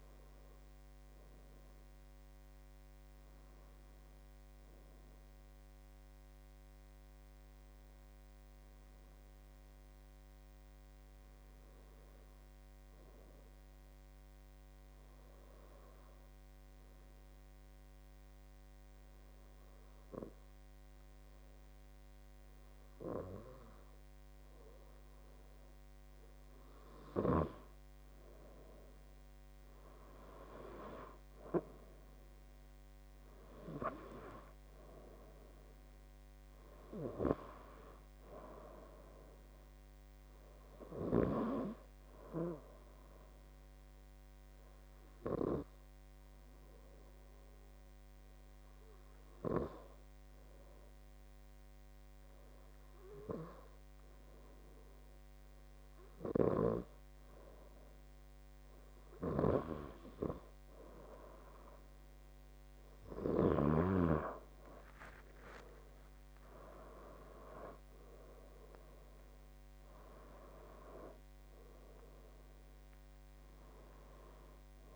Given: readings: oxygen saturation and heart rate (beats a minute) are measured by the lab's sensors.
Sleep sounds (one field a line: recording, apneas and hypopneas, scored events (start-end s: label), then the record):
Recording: breathing in sleep by a microphone on the trachea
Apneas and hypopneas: 2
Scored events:
5.50-26.00 s: obstructive apnea (oxygen 94% before, 91% lowest, heart rate 78 before, 70 extreme, up 8 after)
30.00-55.00 s: oxygen desaturation (device-marked, oxygen 96% before, 91% lowest, heart rate 74 before, 71 extreme)
31.00-34.50 s: arousal
42.00-59.50 s: obstructive apnea (oxygen 96% before, 91% lowest, heart rate 76 before, 70 extreme, up 3 after)
64.50-68.50 s: arousal
69.00-74.96 s: oxygen desaturation (device-marked, oxygen 95% before, 91% lowest, heart rate 73 before, 67 extreme)
From the record:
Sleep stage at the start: N2 (light sleep)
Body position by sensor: on the left side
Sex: male